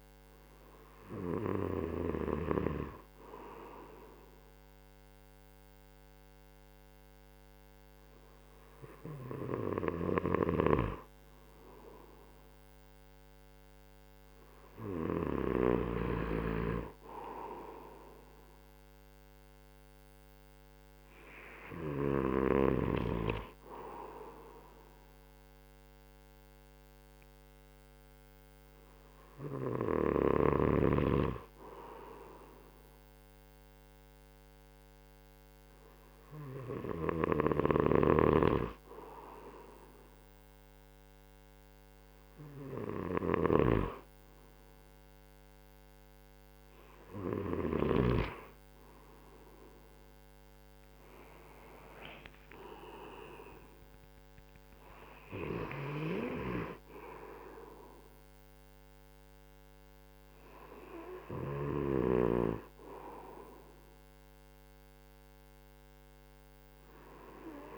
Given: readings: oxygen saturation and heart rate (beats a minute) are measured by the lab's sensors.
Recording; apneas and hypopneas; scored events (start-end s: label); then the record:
breathing in sleep by a microphone on the trachea; none
37.50-48.00 s: snoring (device-marked)
49.50-53.50 s: arousal
From the record:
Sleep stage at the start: N2 (light sleep); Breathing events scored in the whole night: 264 in 7.4 hours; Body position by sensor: on the right side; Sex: male